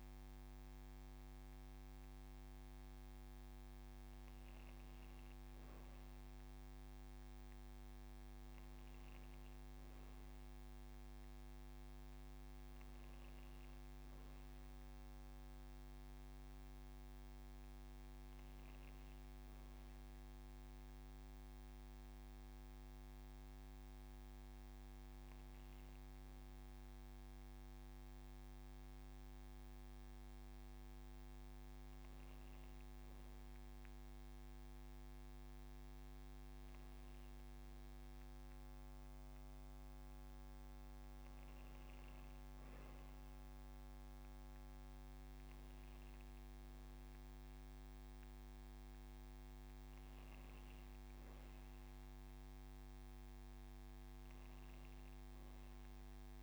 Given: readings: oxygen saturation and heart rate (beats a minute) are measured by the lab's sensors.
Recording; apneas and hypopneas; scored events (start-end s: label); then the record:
breathing in sleep, hard to hear, by a microphone on the trachea; none
23.50-25.50 s: long interval between heartbeats (device-marked)
27.00-29.00 s: long interval between heartbeats (device-marked)
29.00-31.00 s: long interval between heartbeats (device-marked)
32.00-34.00 s: long interval between heartbeats (device-marked)
34.00-36.00 s: long interval between heartbeats (device-marked, heart rate 40 before, 155 extreme)
37.00-39.00 s: long interval between heartbeats (device-marked, heart rate 64 before, 130 extreme)
39.50-41.50 s: long interval between heartbeats (device-marked, heart rate 77 before, 69 extreme)
51.50-53.50 s: long interval between heartbeats (device-marked)
54.50-56.43 s: long interval between heartbeats (device-marked)
From the record:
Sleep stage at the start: N1 (lightest sleep); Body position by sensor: on the back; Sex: female